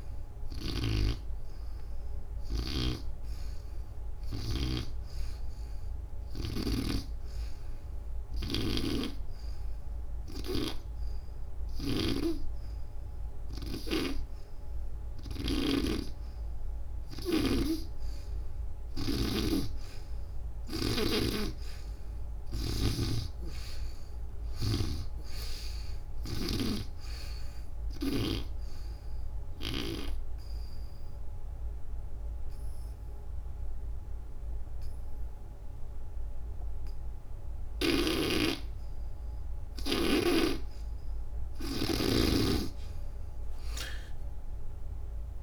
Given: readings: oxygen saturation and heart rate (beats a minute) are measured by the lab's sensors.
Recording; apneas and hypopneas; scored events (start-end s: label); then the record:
breathing in sleep by a room microphone; 2
0.00-3.00 s: oxygen desaturation (device-marked, oxygen 77% lowest, heart rate 70 extreme)
0.00-4.50 s: snoring (device-marked)
5.00-41.00 s: oxygen desaturation (device-marked, oxygen 98% before, 83% lowest, heart rate 92 before, 63 extreme)
6.50-17.50 s: obstructive apnea (oxygen 98% before, 79% lowest, heart rate 92 before, 68 extreme, up 8 after)
18.00-22.00 s: arousal
29.00-40.50 s: obstructive apnea (oxygen 98% before, 79% lowest, heart rate 75 before, 63 extreme, up 40 after)
37.50-45.43 s: snoring (device-marked)
42.50-45.43 s: arousal
43.00-45.43 s: oxygen desaturation (device-marked, oxygen 92% before, 87% lowest, heart rate 78 before, 62 extreme)
From the record:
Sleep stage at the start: N2 (light sleep); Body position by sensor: on the back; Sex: female